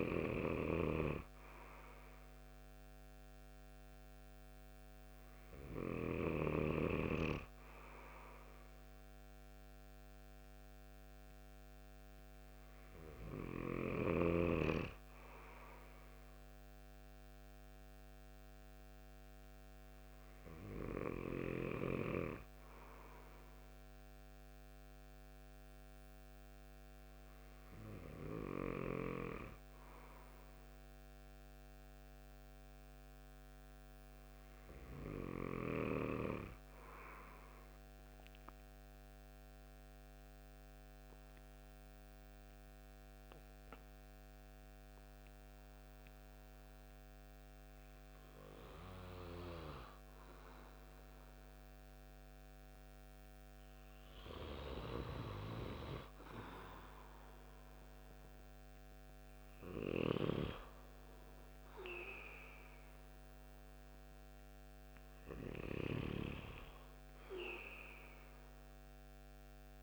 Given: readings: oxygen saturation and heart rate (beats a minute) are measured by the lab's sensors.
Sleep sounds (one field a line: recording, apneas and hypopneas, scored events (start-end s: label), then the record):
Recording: breathing in sleep by a microphone on the trachea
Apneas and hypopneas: 1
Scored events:
0.00-6.50 s: snoring (device-marked)
39.00-54.00 s: obstructive apnea (oxygen 96% before, 93% lowest)
55.00-60.00 s: arousal
From the record:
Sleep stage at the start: N2 (light sleep)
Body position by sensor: on the right side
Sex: male